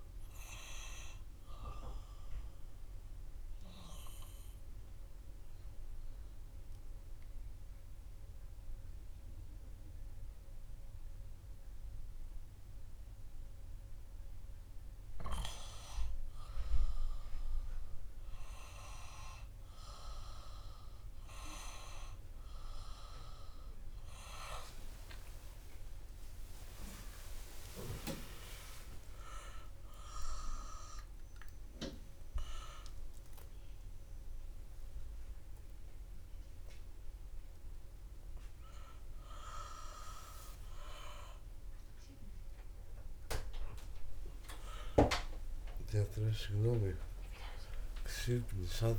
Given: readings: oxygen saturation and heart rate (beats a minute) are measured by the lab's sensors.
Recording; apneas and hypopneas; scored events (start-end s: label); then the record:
a person awake in a sleep study, by a room microphone; 1
3.00-15.00 s: obstructive apnea (oxygen 100% before, 95% lowest, heart rate 90 before, 83 extreme, up 2 after)
16.50-48.99 s: new sleep stage, awake
40.50-47.50 s: oxygen desaturation (device-marked, oxygen 99% before, 95% lowest, heart rate 109 before, 94 extreme)
From the record:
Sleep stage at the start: N1 (lightest sleep); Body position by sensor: on the back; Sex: male